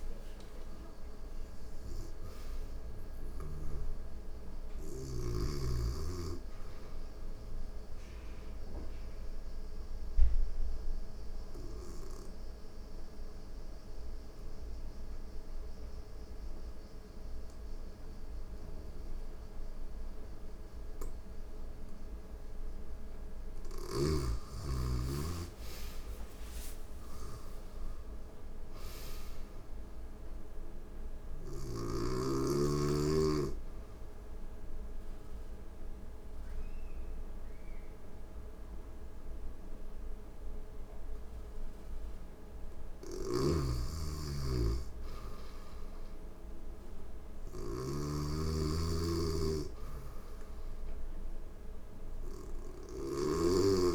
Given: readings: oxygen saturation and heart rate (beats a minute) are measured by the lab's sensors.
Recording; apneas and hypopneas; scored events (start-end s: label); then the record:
breathing in sleep by a room microphone; 2
0.00-3.00 s: snoring (device-marked)
4.50-21.50 s: oxygen desaturation (device-marked, oxygen 95% before, 89% lowest, heart rate 89 before, 86 extreme)
7.00-23.00 s: obstructive apnea (oxygen 97% before, 89% lowest, heart rate 89 before, 86 extreme, up 42 after)
18.00-23.50 s: snoring (device-marked)
24.00-27.50 s: arousal
32.50-42.50 s: obstructive apnea (oxygen 98% before, 90% lowest, heart rate 100 before, 86 extreme, up 2 after)
32.50-47.50 s: oxygen desaturation (device-marked, oxygen 98% before, 90% lowest, heart rate 100 before, 86 extreme)
42.50-53.95 s: snoring (device-marked)
45.50-49.50 s: arousal
From the record:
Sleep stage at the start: N2 (light sleep); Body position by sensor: on the back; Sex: female